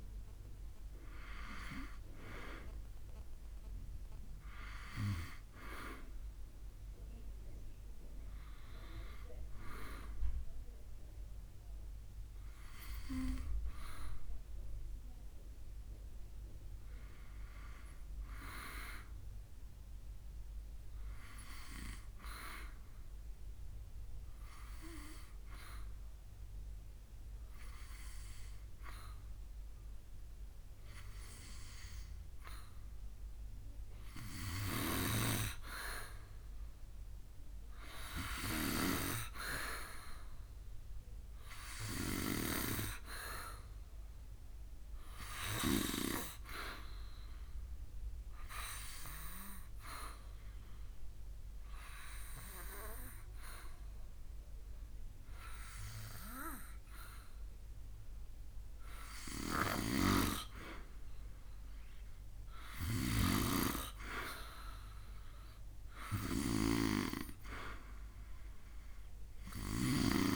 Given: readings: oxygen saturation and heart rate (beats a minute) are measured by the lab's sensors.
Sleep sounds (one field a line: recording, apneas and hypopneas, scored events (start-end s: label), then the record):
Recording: breathing in sleep by a room microphone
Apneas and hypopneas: 2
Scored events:
24.00-34.00 s: obstructive apnea (oxygen 93% before, 90% lowest, heart rate 74 before, 69 extreme, up 1 after)
38.00-41.00 s: arousal
46.50-59.50 s: obstructive apnea (oxygen 96% before, 90% lowest, heart rate 71 before, 70 extreme, up 0 after)
52.50-67.50 s: oxygen desaturation (device-marked, oxygen 95% before, 90% lowest, heart rate 72 before, 70 extreme)
68.00-70.36 s: arousal
From the record:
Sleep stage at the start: N2 (light sleep)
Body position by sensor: on the back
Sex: male